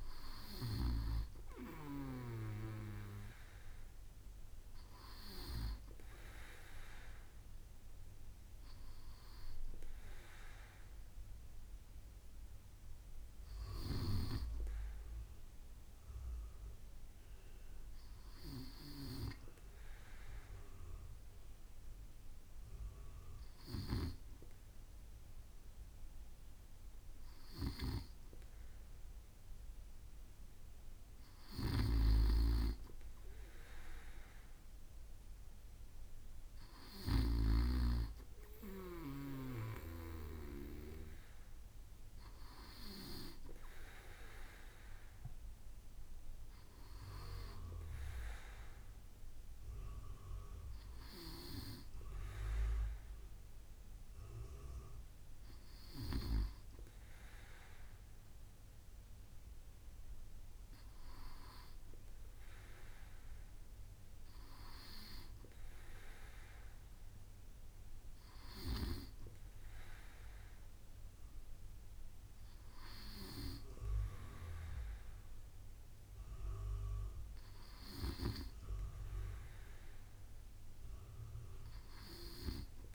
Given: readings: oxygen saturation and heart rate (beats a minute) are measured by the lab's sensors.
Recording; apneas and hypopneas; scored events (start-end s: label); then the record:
breathing in sleep by a room microphone; 1
13.50-29.50 s: hypopnea (oxygen 97% before, 95% lowest, heart rate 69 before, 65 extreme, up 3 after)
31.50-34.50 s: arousal
From the record:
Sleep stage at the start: N2 (light sleep); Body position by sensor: on the right side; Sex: male